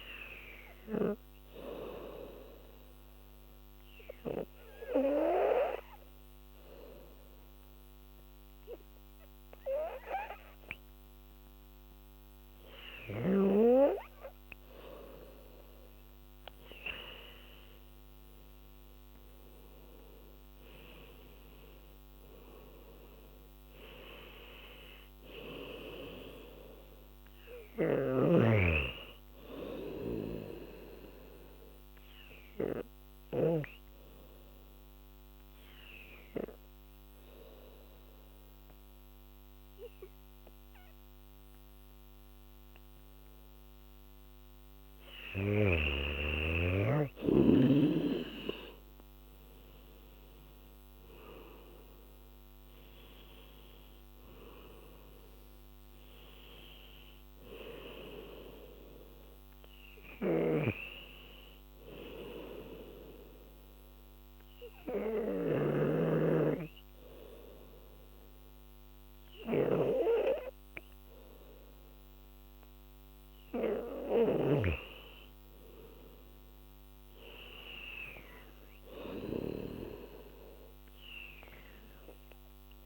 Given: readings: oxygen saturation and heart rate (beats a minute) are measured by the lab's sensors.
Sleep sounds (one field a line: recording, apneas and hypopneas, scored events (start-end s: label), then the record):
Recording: breathing in sleep by a microphone on the trachea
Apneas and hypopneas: 3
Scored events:
2.50-14.50 s: obstructive apnea (oxygen 98% before, 86% lowest, heart rate 78 before, 72 extreme, up 10 after)
14.00-37.00 s: oxygen desaturation (device-marked, oxygen 96% before, 90% lowest, heart rate 79 before, 72 extreme)
18.00-22.00 s: arousal
33.50-44.00 s: obstructive apnea (oxygen 96% before, 86% lowest, heart rate 81 before, 70 extreme, up 2 after)
45.00-67.00 s: oxygen desaturation (device-marked, oxygen 98% before, 86% lowest, heart rate 79 before, 70 extreme)
46.50-50.00 s: arousal
62.00-73.50 s: obstructive apnea (oxygen 98% before, 91% lowest, heart rate 81 before, 78 extreme, up 15 after)
75.00-78.50 s: arousal
77.00-82.86 s: oxygen desaturation (device-marked, oxygen 98% before, 94% lowest, heart rate 78 before, 72 extreme)
From the record:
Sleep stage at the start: N2 (light sleep)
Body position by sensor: on the back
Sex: female